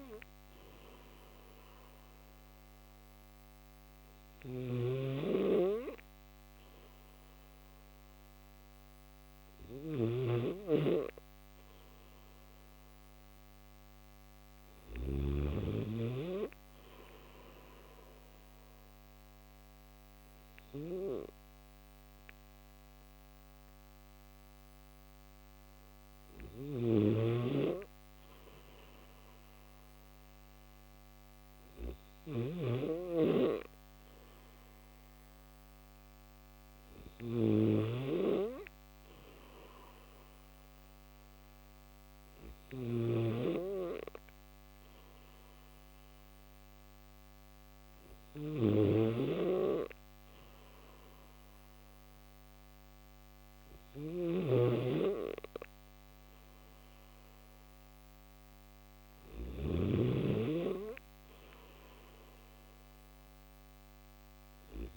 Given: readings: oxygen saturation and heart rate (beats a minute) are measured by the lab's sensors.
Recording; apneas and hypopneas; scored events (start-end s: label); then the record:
breathing in sleep by a microphone on the trachea; none
0.00-15.00 s: snoring (device-marked)
26.00-64.97 s: snoring (device-marked)
From the record:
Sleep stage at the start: N3 (deep sleep); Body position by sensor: on the back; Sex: male